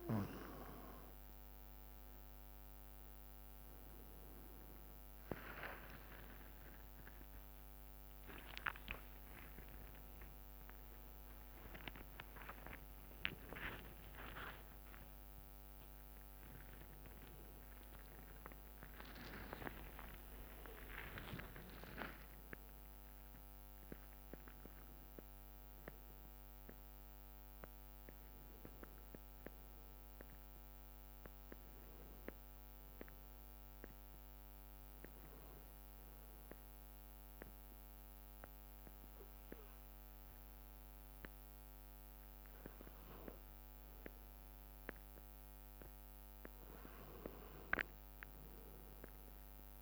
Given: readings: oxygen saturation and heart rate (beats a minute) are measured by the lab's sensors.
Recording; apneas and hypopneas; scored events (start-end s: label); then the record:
breathing in sleep by a microphone on the trachea; 1
0.00-18.00 s: oxygen desaturation (device-marked, oxygen 93% lowest, heart rate 64 extreme)
5.00-11.00 s: arousal
20.00-22.00 s: long interval between heartbeats (device-marked, heart rate 69 before, 79 extreme)
28.00-32.00 s: arousal
35.00-45.00 s: hypopnea (oxygen 96% before, 93% lowest, heart rate 77 before, 64 extreme, up 4 after)
47.00-49.81 s: arousal
49.00-49.81 s: new sleep stage, N2 (light sleep)
From the record:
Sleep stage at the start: N1 (lightest sleep); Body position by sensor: on the back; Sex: male